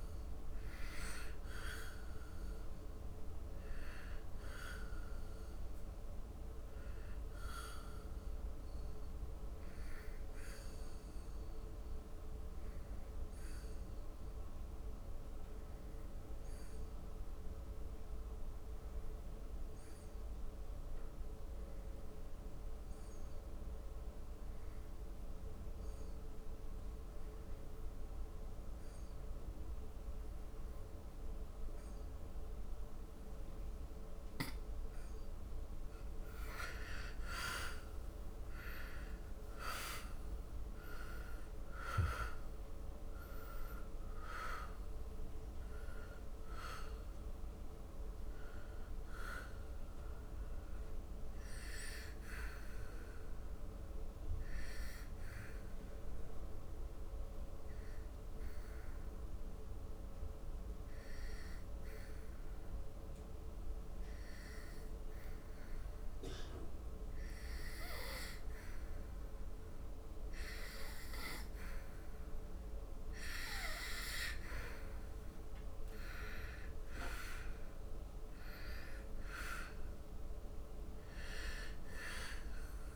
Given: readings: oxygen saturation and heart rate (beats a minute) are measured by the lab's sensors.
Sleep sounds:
breathing in sleep by a room microphone; 2
0.00-13.50 s: oxygen desaturation (device-marked, oxygen 83% lowest, heart rate 65 extreme)
9.50-33.50 s: obstructive apnea (oxygen 97% before, 80% lowest, heart rate 79 before, 65 extreme, up 10 after)
27.50-61.50 s: oxygen desaturation (device-marked, oxygen 98% before, 80% lowest, heart rate 77 before, 65 extreme)
36.00-39.50 s: arousal
49.00-68.50 s: obstructive apnea (oxygen 98% before, 80% lowest, heart rate 73 before, 74 extreme, up 1 after)
72.00-76.00 s: arousal
76.50-82.96 s: oxygen desaturation (device-marked, oxygen 99% before, 91% lowest, heart rate 76 before, 69 extreme)
From the record:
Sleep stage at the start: N2 (light sleep); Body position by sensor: on the back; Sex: male

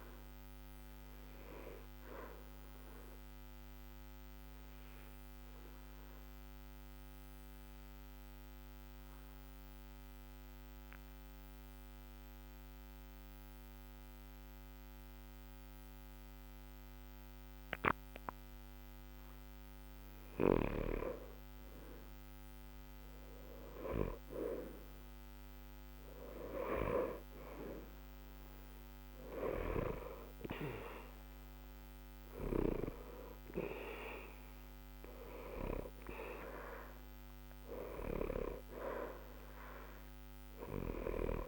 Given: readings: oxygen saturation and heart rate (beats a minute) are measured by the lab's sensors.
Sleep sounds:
breathing in sleep by a microphone on the trachea; 1
0.00-12.50 s: oxygen desaturation (device-marked, oxygen 88% lowest, heart rate 60 extreme)
1.50-20.00 s: mixed apnea (oxygen 93% before, 87% lowest, heart rate 60 before, 60 extreme, up 2 after)
22.00-25.00 s: arousal
From the record:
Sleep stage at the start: N2 (light sleep); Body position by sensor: on the back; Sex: male

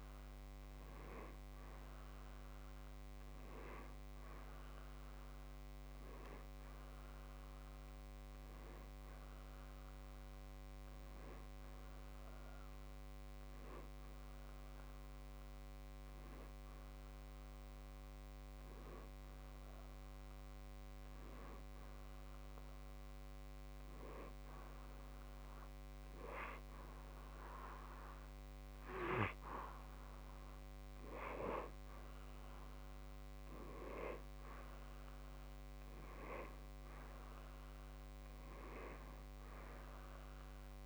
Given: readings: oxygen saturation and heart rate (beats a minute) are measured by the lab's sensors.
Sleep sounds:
breathing in sleep by a microphone on the trachea; 1
20.00-31.00 s: hypopnea (oxygen 94% before, 92% lowest, heart rate 59 before, 60 extreme, up 4 after)
29.50-40.86 s: new sleep stage, N2 (light sleep)
38.50-40.86 s: arousal
From the record:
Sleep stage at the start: REM sleep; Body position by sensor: on the back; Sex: male

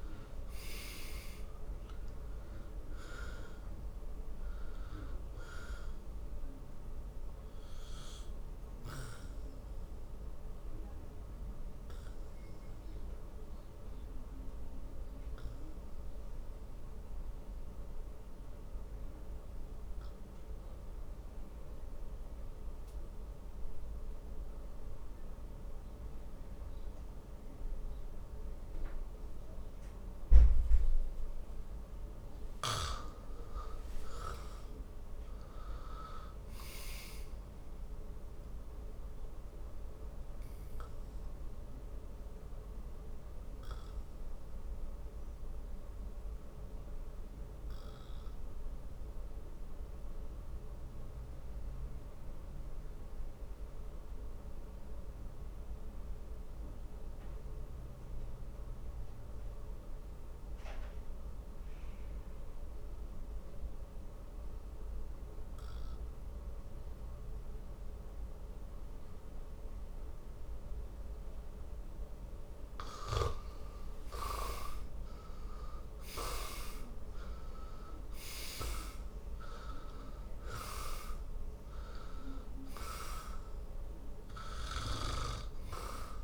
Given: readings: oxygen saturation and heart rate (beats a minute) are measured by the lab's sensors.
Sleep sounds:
breathing in sleep by a room microphone; 2
0.00-33.00 s: oxygen desaturation (device-marked, oxygen 77% lowest, heart rate 48 extreme)
10.50-32.50 s: obstructive apnea (oxygen 99% before, 77% lowest, heart rate 66 before, 48 extreme, up 5 after)
33.50-37.00 s: arousal
43.50-72.00 s: obstructive apnea (oxygen 100% before, 81% lowest, heart rate 57 before, 48 extreme, up 15 after)
57.00-70.00 s: oxygen desaturation (device-marked, oxygen 98% before, 90% lowest, heart rate 51 before, 51 extreme)
72.50-77.50 s: arousal
From the record:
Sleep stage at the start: N2 (light sleep); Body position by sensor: on the back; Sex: male

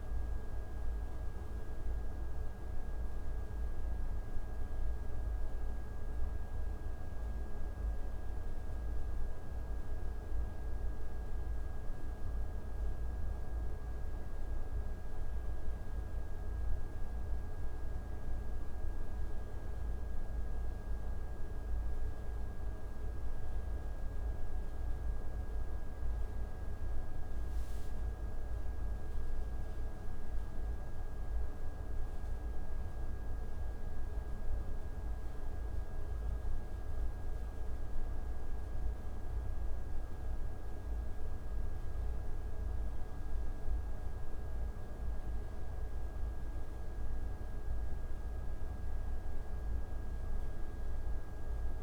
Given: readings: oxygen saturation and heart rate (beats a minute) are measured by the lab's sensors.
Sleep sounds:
breathing in sleep, hard to hear, by a room microphone; none
none scored
From the record:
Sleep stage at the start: N1 (lightest sleep); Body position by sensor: on the back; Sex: male

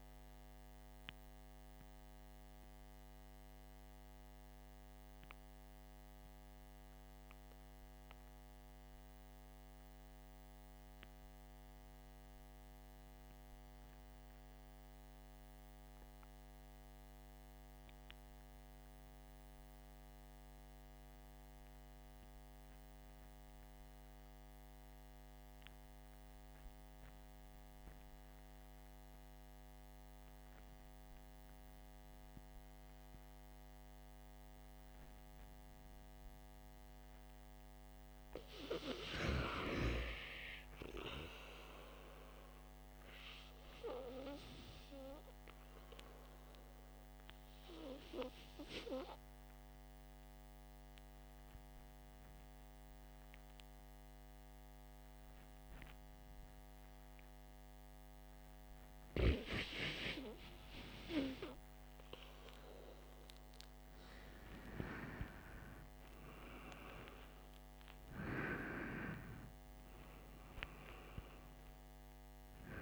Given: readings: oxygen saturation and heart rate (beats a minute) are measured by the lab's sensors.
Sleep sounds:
breathing in sleep by a microphone on the trachea; 2
0.00-13.00 s: oxygen desaturation (device-marked, oxygen 91% lowest, heart rate 48 extreme)
1.50-33.50 s: obstructive apnea (oxygen 96% before, 85% lowest, heart rate 56 before, 48 extreme, up 1 after)
35.50-39.50 s: arousal
39.00-72.82 s: oxygen desaturation (device-marked, oxygen 97% before, 85% lowest, heart rate 54 before, 50 extreme)
50.00-62.50 s: obstructive apnea (oxygen 97% before, 85% lowest, heart rate 53 before, 50 extreme, up 20 after)
64.00-69.50 s: arousal
From the record:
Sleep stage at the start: REM sleep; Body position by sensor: on the back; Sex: male

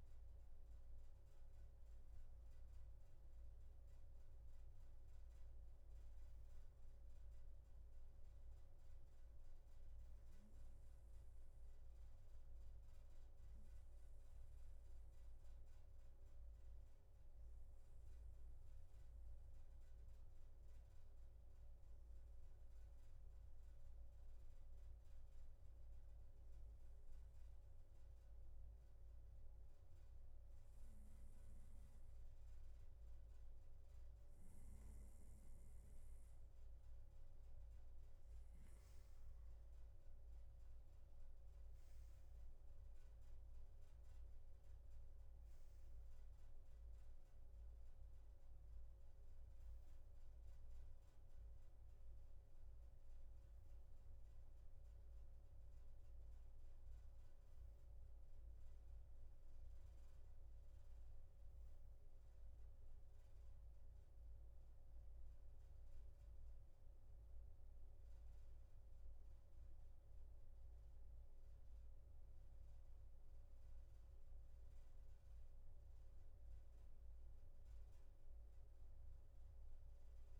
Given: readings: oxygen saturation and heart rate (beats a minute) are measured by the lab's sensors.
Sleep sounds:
breathing in sleep, hard to hear, by a room microphone; 1
16.00-30.50 s: hypopnea (oxygen 95% before, 93% lowest, heart rate 59 before, 55 extreme, up 7 after)
From the record:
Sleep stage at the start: N2 (light sleep); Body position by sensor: on the right side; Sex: male

